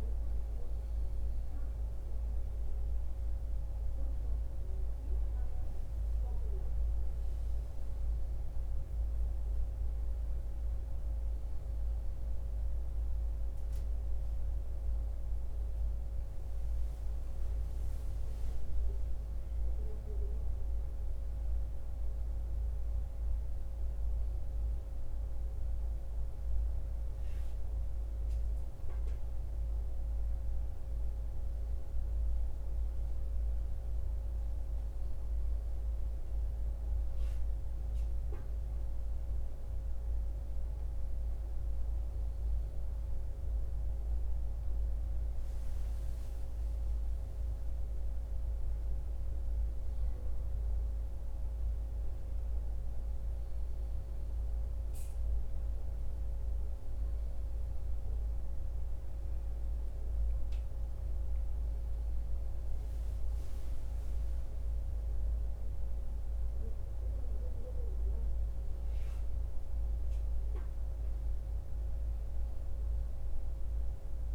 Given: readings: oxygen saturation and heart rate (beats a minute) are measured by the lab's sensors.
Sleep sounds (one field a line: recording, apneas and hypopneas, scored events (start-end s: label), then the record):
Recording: a person partly awake in a sleep study, hard to hear, by a room microphone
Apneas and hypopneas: none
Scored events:
7.50-74.35 s: new sleep stage, N1 (lightest sleep)
From the record:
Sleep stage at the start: awake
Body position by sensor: on the back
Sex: male